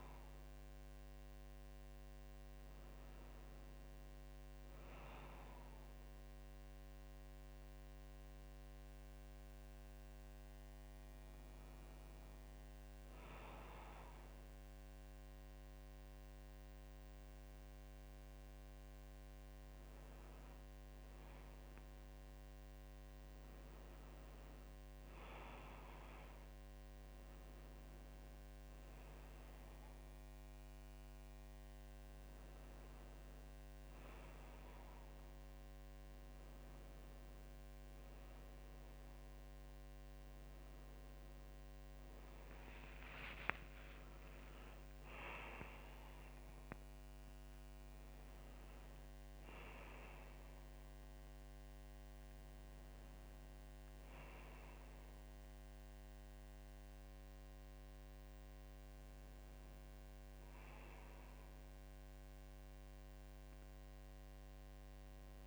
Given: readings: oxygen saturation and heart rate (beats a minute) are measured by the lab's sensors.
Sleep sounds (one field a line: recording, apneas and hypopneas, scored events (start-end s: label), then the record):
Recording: breathing in sleep, hard to hear, by a microphone on the trachea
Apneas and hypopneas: 1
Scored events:
13.00-23.50 s: hypopnea (oxygen 98% before, 95% lowest, heart rate 59 before, 57 extreme, up 1 after)
26.50-30.00 s: arousal
41.50-45.50 s: arousal
64.00-65.47 s: new sleep stage, N2 (light sleep)
From the record:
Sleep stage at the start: N1 (lightest sleep)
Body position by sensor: on the back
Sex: female